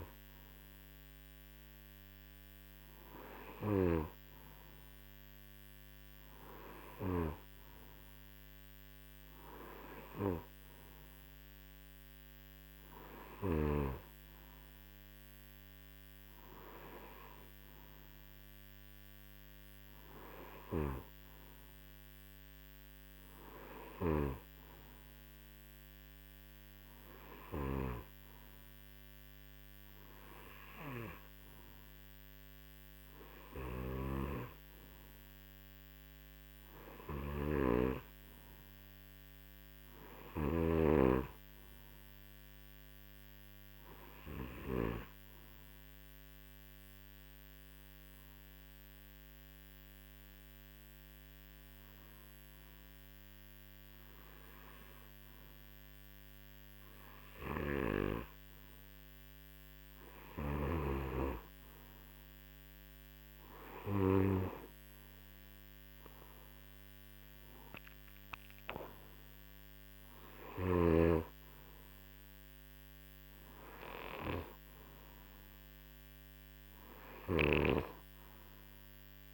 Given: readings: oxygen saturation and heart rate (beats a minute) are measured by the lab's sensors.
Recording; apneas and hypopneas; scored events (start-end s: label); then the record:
breathing in sleep by a microphone on the trachea; 1
23.50-27.50 s: snoring (device-marked)
33.50-44.50 s: snoring (device-marked)
43.00-60.50 s: hypopnea (oxygen 96% before, 92% lowest, heart rate 51 before, 44 extreme, up 26 after)
65.50-68.50 s: arousal
71.00-79.34 s: oxygen desaturation (device-marked, oxygen 95% before, 92% lowest, heart rate 58 before, 55 extreme)
From the record:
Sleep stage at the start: N2 (light sleep); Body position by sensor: on the right side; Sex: male